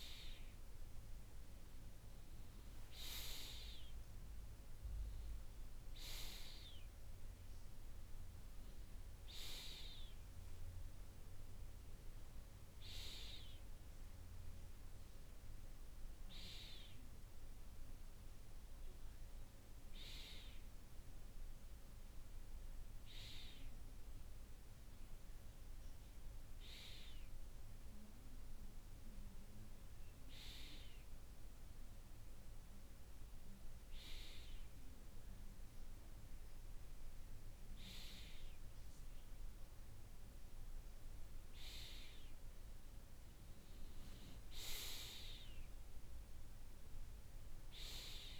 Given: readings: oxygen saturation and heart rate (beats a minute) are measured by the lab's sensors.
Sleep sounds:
breathing in sleep by a room microphone; none
none scored
From the record:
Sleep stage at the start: N2 (light sleep); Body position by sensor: on the right side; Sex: male

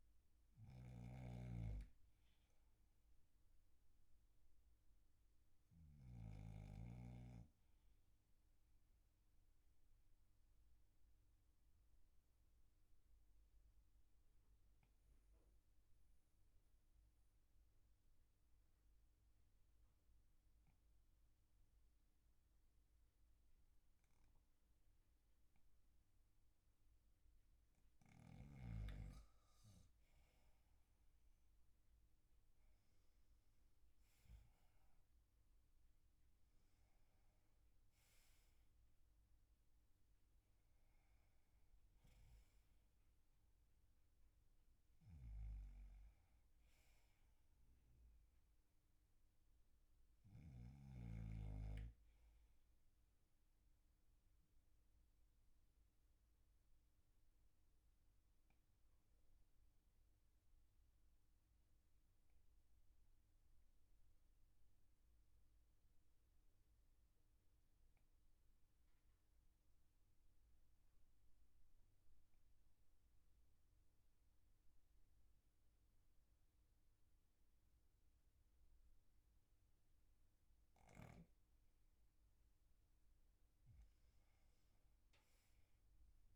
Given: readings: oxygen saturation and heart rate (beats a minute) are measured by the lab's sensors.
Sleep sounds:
breathing in sleep by a room microphone; 2
1.00-7.00 s: snoring (device-marked)
9.00-27.50 s: obstructive apnea (oxygen 99% before, 96% lowest, heart rate 46 before, 39 extreme, up 9 after)
30.00-34.50 s: arousal
53.50-82.00 s: obstructive apnea (oxygen 99% before, 94% lowest, heart rate 47 before, 39 extreme, up 10 after)
61.50-78.50 s: oxygen desaturation (device-marked, oxygen 99% before, 96% lowest, heart rate 47 before, 39 extreme)
84.00-86.36 s: arousal
From the record:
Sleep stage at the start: N2 (light sleep); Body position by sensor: on the back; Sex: male

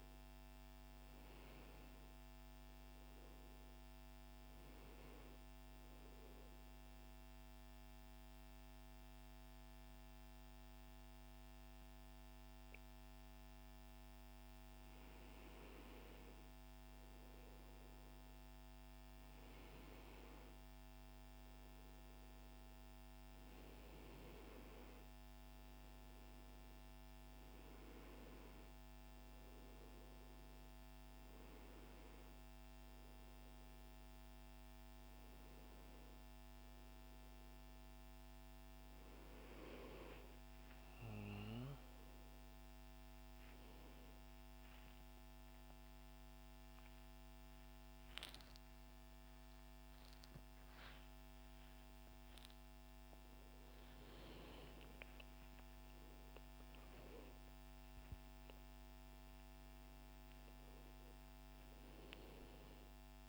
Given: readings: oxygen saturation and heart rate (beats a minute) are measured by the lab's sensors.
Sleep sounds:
breathing in sleep, hard to hear, by a microphone on the trachea; 1
5.00-15.00 s: central apnea (oxygen 98% before, 96% lowest, heart rate 104 before, 74 extreme, up 43 after)
17.00-20.00 s: arousal
47.00-52.50 s: arousal
From the record:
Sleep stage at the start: N1 (lightest sleep); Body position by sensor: on the right side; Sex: male

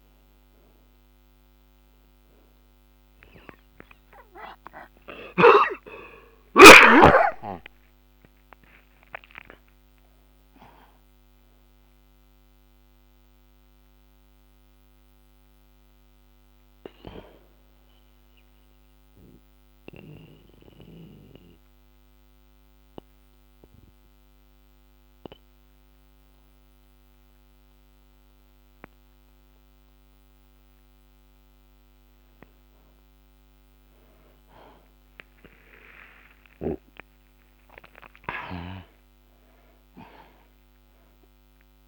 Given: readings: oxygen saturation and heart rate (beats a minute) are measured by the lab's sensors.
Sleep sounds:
breathing in sleep by a microphone on the trachea; 1
0.00-18.50 s: oxygen desaturation (device-marked, oxygen 77% lowest)
6.00-10.00 s: arousal
14.50-31.00 s: mixed apnea (oxygen 94% before, 76% lowest)
35.50-40.00 s: arousal
39.50-41.88 s: oxygen desaturation (device-marked, oxygen 96% before, 76% lowest)
From the record:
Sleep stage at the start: N2 (light sleep); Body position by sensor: on the back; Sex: male

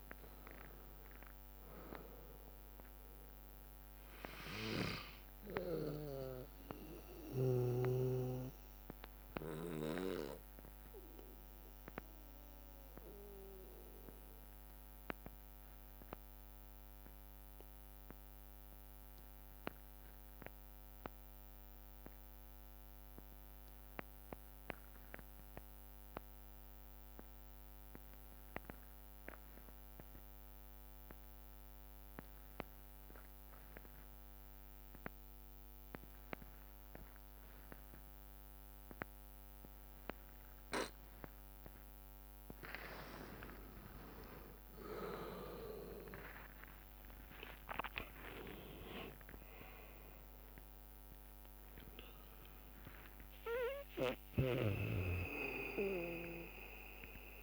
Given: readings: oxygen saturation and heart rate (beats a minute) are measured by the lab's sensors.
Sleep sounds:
breathing in sleep by a microphone on the trachea; 1
0.00-19.00 s: oxygen desaturation (device-marked, oxygen 91% lowest, heart rate 57 extreme)
6.00-16.00 s: bradycardia (device-marked, heart rate 64 before, 57 extreme)
11.00-41.00 s: obstructive apnea (oxygen 99% before, 90% lowest, heart rate 63 before, 54 extreme, up 20 after)
19.00-26.00 s: bradycardia (device-marked, heart rate 64 before, 59 extreme)
35.00-57.43 s: oxygen desaturation (device-marked, oxygen 98% before, 90% lowest, heart rate 60 before, 54 extreme)
37.50-39.50 s: long interval between heartbeats (device-marked, heart rate 60 before, 78 extreme)
45.00-49.50 s: arousal
48.00-56.00 s: drop in pulse transit time (device-marked, heart rate 69 before, 68 extreme)
49.00-51.00 s: long interval between heartbeats (device-marked, heart rate 69 before, 79 extreme)
54.00-57.43 s: bradycardia (device-marked, heart rate 65 before, 54 extreme)
From the record:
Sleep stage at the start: N2 (light sleep); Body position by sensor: on the back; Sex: male

